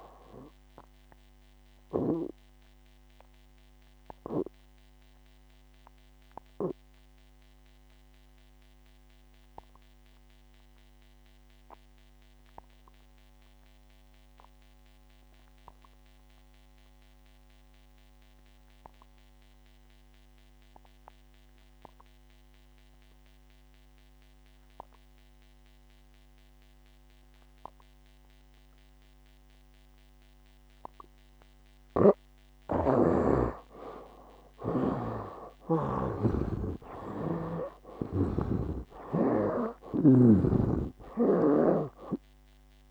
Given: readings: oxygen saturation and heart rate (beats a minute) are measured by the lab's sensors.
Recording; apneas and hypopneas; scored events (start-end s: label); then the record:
breathing in sleep by a microphone on the trachea; 1
1.00-29.00 s: oxygen desaturation (device-marked, oxygen 96% before, 76% lowest, heart rate 68 before, 62 extreme)
2.00-31.50 s: obstructive apnea (oxygen 96% before, 75% lowest, heart rate 69 before, 62 extreme, up 12 after)
33.00-36.50 s: snoring (device-marked)
35.00-39.00 s: arousal
38.50-42.00 s: snoring (device-marked)
41.00-42.91 s: oxygen desaturation (device-marked, oxygen 97% before, 75% lowest, heart rate 66 before, 66 extreme)
From the record:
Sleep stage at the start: N2 (light sleep); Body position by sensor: on the back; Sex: male